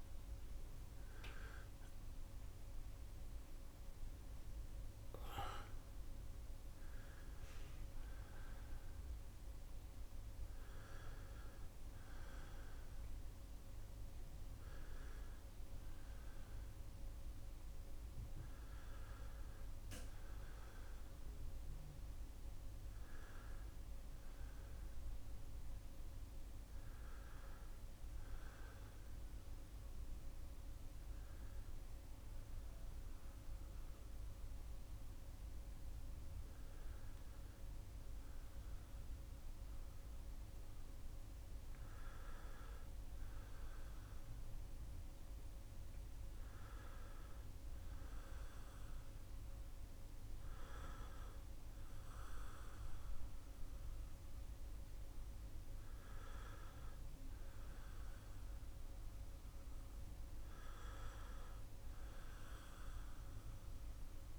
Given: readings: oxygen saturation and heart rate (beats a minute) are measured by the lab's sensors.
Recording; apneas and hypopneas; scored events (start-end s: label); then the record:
breathing in sleep, hard to hear, by a room microphone; none
none scored
From the record:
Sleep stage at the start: N2 (light sleep); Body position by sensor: on the back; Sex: male